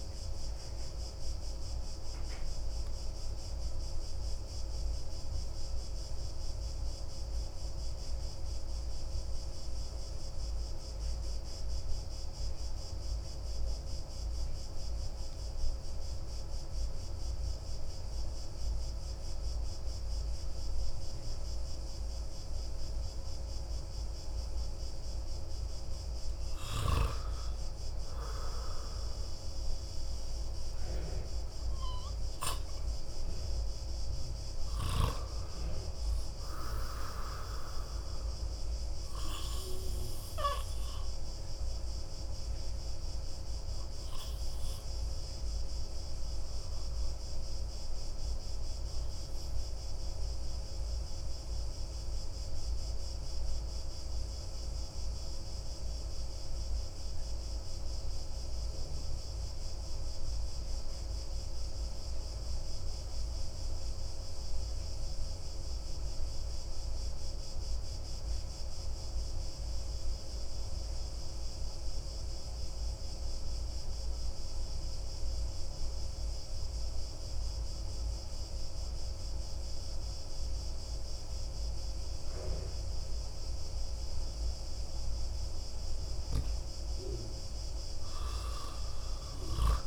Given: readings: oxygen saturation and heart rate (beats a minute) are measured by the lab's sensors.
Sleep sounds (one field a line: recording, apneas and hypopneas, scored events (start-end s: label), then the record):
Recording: breathing in sleep by a room microphone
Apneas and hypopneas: 2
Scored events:
0.00-8.50 s: oxygen desaturation (device-marked, oxygen 93% lowest, heart rate 29 extreme)
0.50-21.00 s: obstructive apnea (oxygen 98% before, 91% lowest, heart rate 35 before, 30 extreme, up 0 after)
22.50-31.50 s: oxygen desaturation (device-marked, oxygen 95% before, 91% lowest)
23.00-27.00 s: arousal
39.00-85.50 s: obstructive apnea (oxygen 95% before, 90% lowest)
46.50-64.50 s: oxygen desaturation (device-marked, oxygen 96% before, 91% lowest)
84.50-89.87 s: oxygen desaturation (device-marked, oxygen 97% before, 91% lowest)
87.00-89.87 s: arousal
From the record:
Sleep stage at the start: N2 (light sleep)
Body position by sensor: on the back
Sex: male